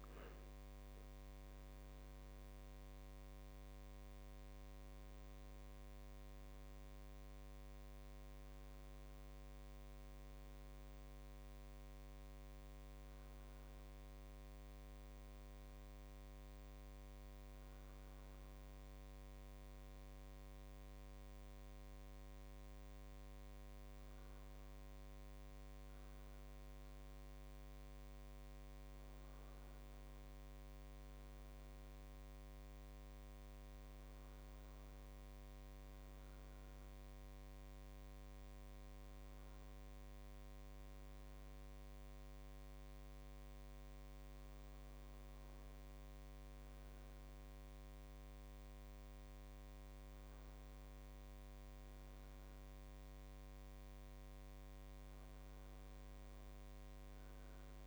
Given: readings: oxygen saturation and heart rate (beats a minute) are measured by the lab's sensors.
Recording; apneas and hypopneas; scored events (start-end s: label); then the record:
breathing in sleep, hard to hear, by a microphone on the trachea; none
none scored
From the record:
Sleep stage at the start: N1 (lightest sleep); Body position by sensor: on the right side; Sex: male